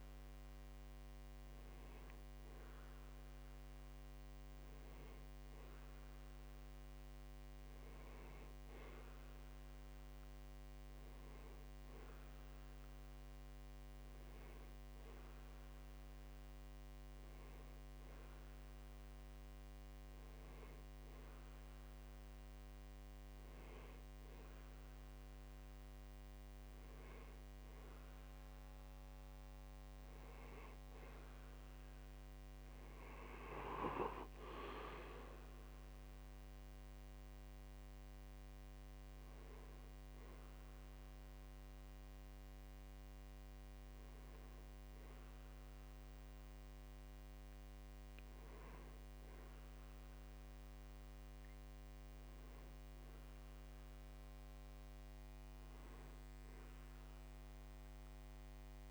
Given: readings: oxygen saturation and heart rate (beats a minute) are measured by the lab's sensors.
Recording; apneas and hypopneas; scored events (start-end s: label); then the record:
breathing in sleep, hard to hear, by a microphone on the trachea; none
33.50-37.50 s: arousal
From the record:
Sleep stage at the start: N2 (light sleep); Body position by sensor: on the back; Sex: male